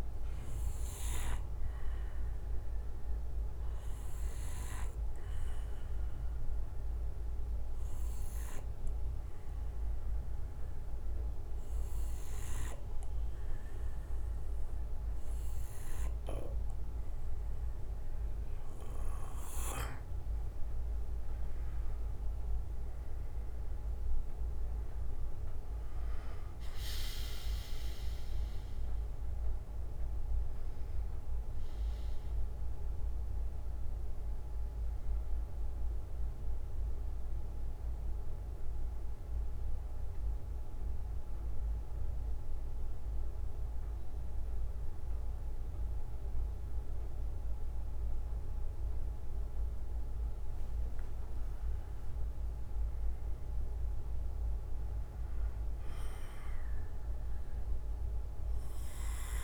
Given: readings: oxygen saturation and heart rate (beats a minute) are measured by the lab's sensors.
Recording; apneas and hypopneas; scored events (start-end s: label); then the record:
breathing in sleep, hard to hear, by a room microphone; 2
0.00-5.50 s: bradycardia (device-marked, heart rate 53 extreme)
1.00-19.50 s: obstructive apnea (oxygen 97% before, 92% lowest, heart rate 60 before, 52 extreme, up 17 after)
6.50-13.50 s: bradycardia (device-marked, heart rate 60 before, 52 extreme)
22.50-26.50 s: arousal
37.50-45.50 s: bradycardia (device-marked, heart rate 60 before, 53 extreme)
41.00-51.00 s: central apnea (oxygen 95% before, 93% lowest, heart rate 66 before, 50 extreme, up 21 after)
53.00-57.00 s: arousal
From the record:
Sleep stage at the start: N2 (light sleep); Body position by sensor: on the back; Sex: male